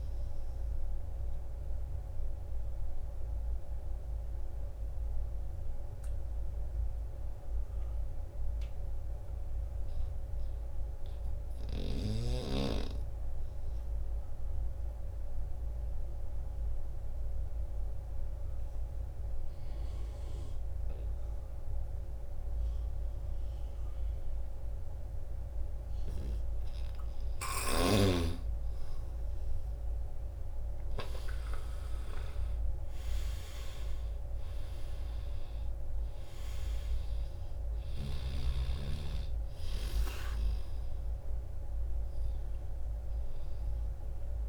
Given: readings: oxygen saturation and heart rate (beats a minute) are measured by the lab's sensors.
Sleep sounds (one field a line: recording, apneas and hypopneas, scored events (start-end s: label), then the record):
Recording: breathing in sleep by a room microphone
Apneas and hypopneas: 1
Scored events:
0.00-11.00 s: oxygen desaturation (device-marked, oxygen 88% lowest, heart rate 73 extreme)
1.00-25.50 s: obstructive apnea (oxygen 98% before, 85% lowest, heart rate 79 before, 73 extreme, up 0 after)
24.00-44.49 s: oxygen desaturation (device-marked, oxygen 98% before, 85% lowest, heart rate 80 before, 73 extreme)
27.00-32.00 s: arousal
From the record:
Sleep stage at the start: N2 (light sleep)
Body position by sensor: on the back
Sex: male